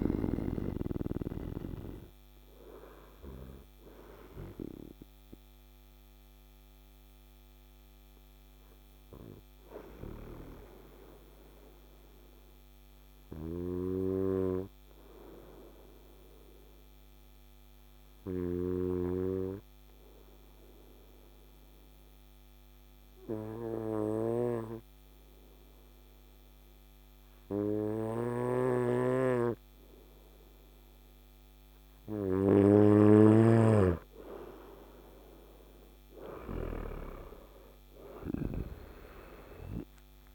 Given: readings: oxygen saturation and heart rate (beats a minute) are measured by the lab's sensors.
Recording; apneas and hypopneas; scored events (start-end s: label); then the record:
breathing in sleep by a microphone on the trachea; 1
0.00-11.50 s: oxygen desaturation (device-marked, oxygen 94% lowest, heart rate 53 extreme)
6.00-30.50 s: obstructive apnea (oxygen 97% before, 93% lowest, heart rate 59 before, 53 extreme, up 5 after)
27.50-33.00 s: snoring (device-marked)
30.50-40.35 s: oxygen desaturation (device-marked, oxygen 98% before, 93% lowest, heart rate 54 before, 53 extreme)
34.00-38.50 s: arousal
From the record:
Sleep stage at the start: N2 (light sleep); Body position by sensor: on the right side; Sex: male